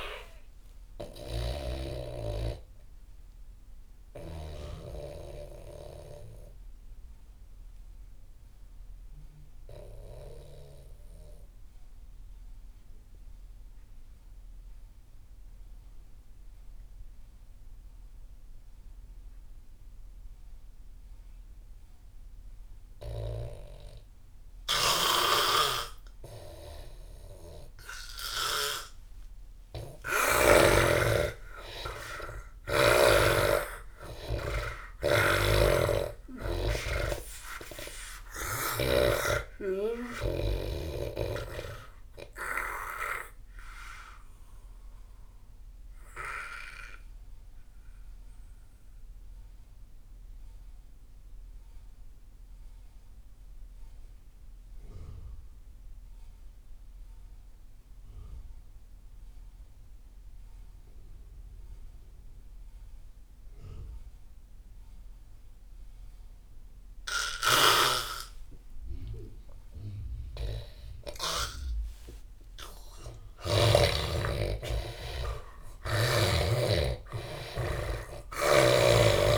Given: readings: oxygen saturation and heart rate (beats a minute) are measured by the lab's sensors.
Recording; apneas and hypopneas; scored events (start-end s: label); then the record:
breathing in sleep by a room microphone; 2
0.00-4.50 s: snoring (device-marked)
0.00-10.00 s: oxygen desaturation (device-marked, oxygen 85% lowest)
2.00-28.50 s: obstructive apnea (oxygen 98% before, 85% lowest)
24.00-53.00 s: oxygen desaturation (device-marked, oxygen 98% before, 87% lowest)
25.00-30.50 s: snoring (device-marked)
29.50-33.50 s: arousal
35.00-39.00 s: snoring (device-marked)
43.50-70.50 s: obstructive apnea (oxygen 98% before, 85% lowest)
68.00-79.38 s: oxygen desaturation (device-marked, oxygen 98% before, 85% lowest)
73.00-77.00 s: arousal
From the record:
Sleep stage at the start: N2 (light sleep); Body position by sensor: on the back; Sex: male